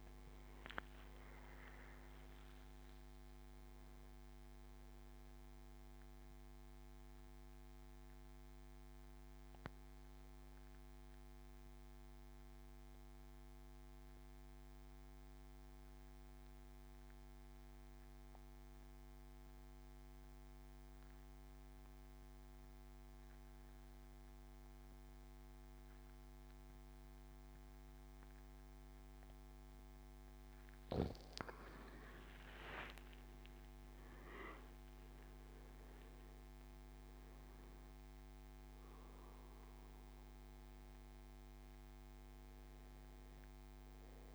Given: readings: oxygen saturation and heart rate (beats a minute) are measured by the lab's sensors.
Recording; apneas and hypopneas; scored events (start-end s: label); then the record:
breathing in sleep by a microphone on the trachea; 1
0.00-7.00 s: oxygen desaturation (device-marked, oxygen 88% lowest, heart rate 67 extreme)
5.00-29.50 s: mixed apnea (oxygen 95% before, 91% lowest, heart rate 86 before, 68 extreme, up 12 after)
28.00-44.35 s: oxygen desaturation (device-marked, oxygen 99% before, 91% lowest, heart rate 74 before, 68 extreme)
31.50-36.50 s: arousal
From the record:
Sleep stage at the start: N2 (light sleep); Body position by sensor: on the back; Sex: male